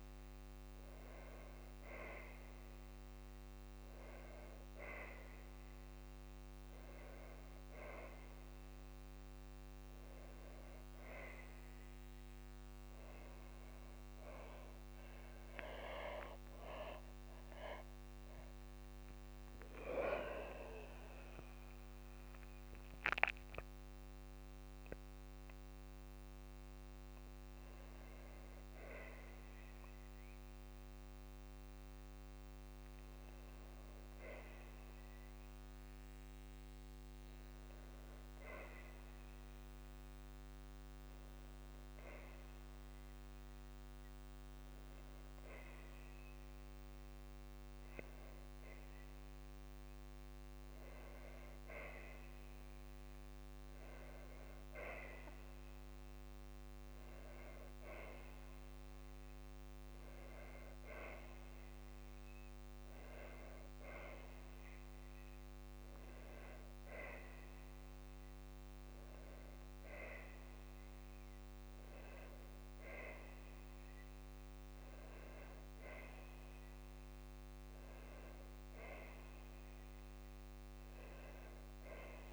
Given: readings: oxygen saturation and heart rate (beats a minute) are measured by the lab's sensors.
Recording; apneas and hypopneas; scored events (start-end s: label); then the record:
a person awake in a sleep study, by a microphone on the trachea; none
none scored
From the record:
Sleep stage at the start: awake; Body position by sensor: on the back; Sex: female